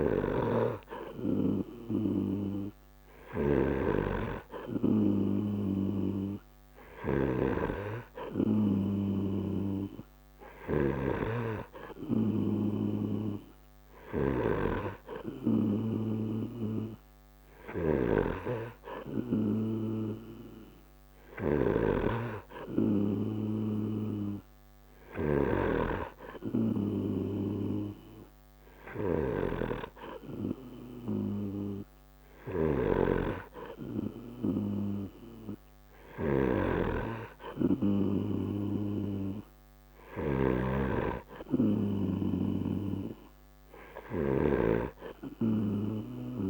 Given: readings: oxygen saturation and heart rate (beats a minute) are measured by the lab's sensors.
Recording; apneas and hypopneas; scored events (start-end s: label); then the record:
breathing in sleep by a microphone on the trachea; none
0.00-46.50 s: snoring (device-marked)
From the record:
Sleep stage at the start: N3 (deep sleep); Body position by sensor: on the right side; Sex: male